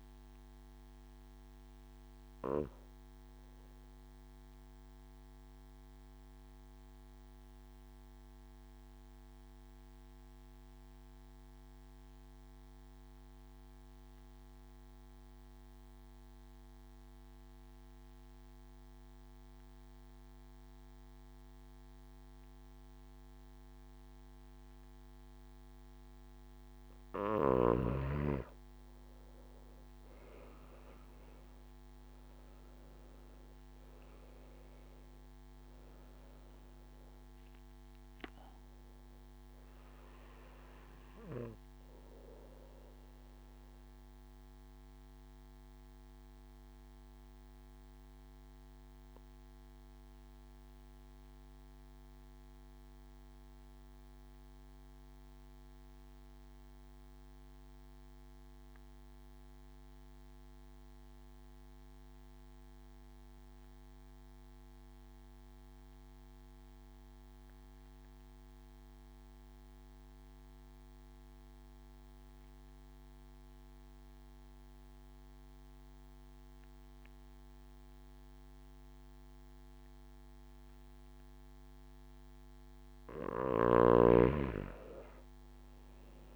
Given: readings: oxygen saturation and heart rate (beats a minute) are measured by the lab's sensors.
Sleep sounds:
breathing in sleep by a microphone on the trachea; 2
6.50-26.00 s: obstructive apnea (oxygen 96% before, 92% lowest)
23.50-45.50 s: oxygen desaturation (device-marked, oxygen 97% before, 92% lowest)
29.50-34.00 s: arousal
45.00-82.00 s: obstructive apnea (oxygen 97% before, 89% lowest)
71.50-86.36 s: oxygen desaturation (device-marked, oxygen 97% before, 89% lowest)
83.00-86.36 s: arousal
83.00-86.36 s: snoring (device-marked)
From the record:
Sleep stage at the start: N1 (lightest sleep); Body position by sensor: on the back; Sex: male

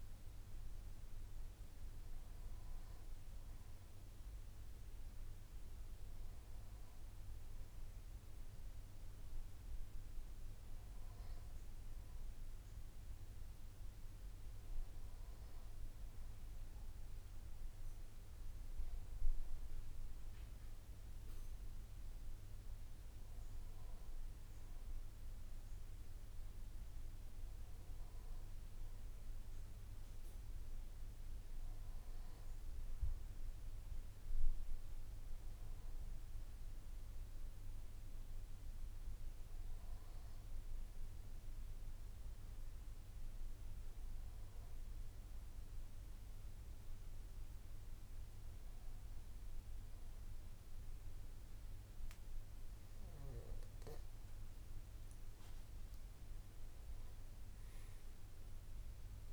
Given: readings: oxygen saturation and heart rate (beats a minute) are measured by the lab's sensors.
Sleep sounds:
breathing in sleep, hard to hear, by a room microphone; none
none scored
From the record:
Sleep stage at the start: N1 (lightest sleep); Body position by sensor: on the back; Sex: male

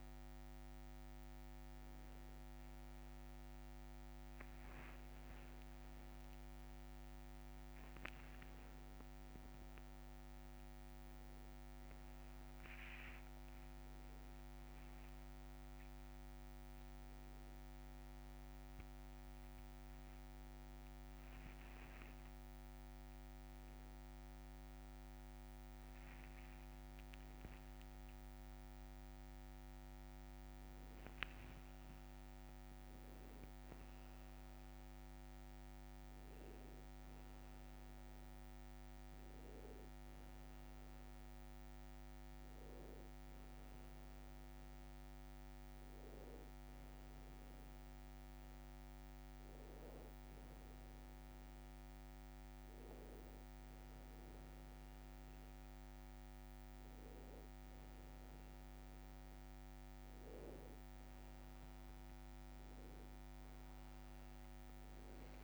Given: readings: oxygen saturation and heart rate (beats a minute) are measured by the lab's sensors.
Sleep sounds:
a person awake in a sleep study, hard to hear, by a microphone on the trachea; none
4.50-6.50 s: long interval between heartbeats (device-marked, heart rate 60 before, 71 extreme)
12.50-14.50 s: long interval between heartbeats (device-marked, heart rate 63 before, 74 extreme)
12.50-15.50 s: tachycardia (device-marked, heart rate 75 before, 97 extreme)
15.50-17.50 s: long interval between heartbeats (device-marked, heart rate 67 before, 102 extreme)
19.50-21.50 s: long interval between heartbeats (device-marked, heart rate 76 before, 80 extreme)
25.50-27.50 s: long interval between heartbeats (device-marked, heart rate 80 before, 69 extreme)
26.50-31.50 s: tachycardia (device-marked, heart rate 73 before, 121 extreme)
31.00-33.00 s: long interval between heartbeats (device-marked, heart rate 83 before, 119 extreme)
63.50-65.44 s: long interval between heartbeats (device-marked, heart rate 63 before, 89 extreme)
From the record:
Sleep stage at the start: awake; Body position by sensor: on the back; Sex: male

